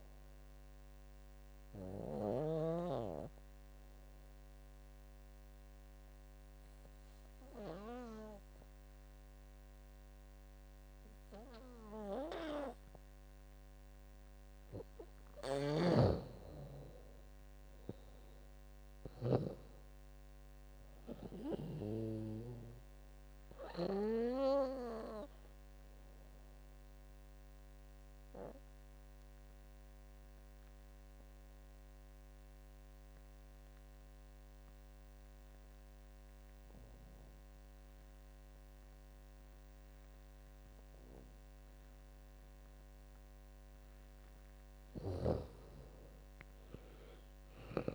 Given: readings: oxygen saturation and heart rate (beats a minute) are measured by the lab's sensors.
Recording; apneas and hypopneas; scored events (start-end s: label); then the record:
breathing in sleep by a microphone on the trachea; 2
0.00-2.50 s: drop in pulse transit time (device-marked, heart rate 79 extreme)
0.00-2.50 s: snoring (device-marked)
0.00-10.50 s: oxygen desaturation (device-marked, oxygen 91% lowest, heart rate 72 extreme)
1.50-14.50 s: obstructive apnea (oxygen 97% before, 87% lowest, heart rate 83 before, 72 extreme, up 15 after)
15.50-22.50 s: snoring (device-marked)
16.50-19.50 s: arousal
16.50-27.50 s: drop in pulse transit time (device-marked, heart rate 80 before, 81 extreme)
20.50-35.50 s: oxygen desaturation (device-marked, oxygen 98% before, 92% lowest, heart rate 80 before, 72 extreme)
27.00-43.50 s: obstructive apnea (oxygen 98% before, 87% lowest, heart rate 83 before, 72 extreme, up 18 after)
45.00-47.95 s: snoring (device-marked)
46.00-47.95 s: arousal
46.50-47.95 s: oxygen desaturation (device-marked, oxygen 98% before, 87% lowest, heart rate 79 before, 72 extreme)
From the record:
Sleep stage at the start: N2 (light sleep); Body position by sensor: on the back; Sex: female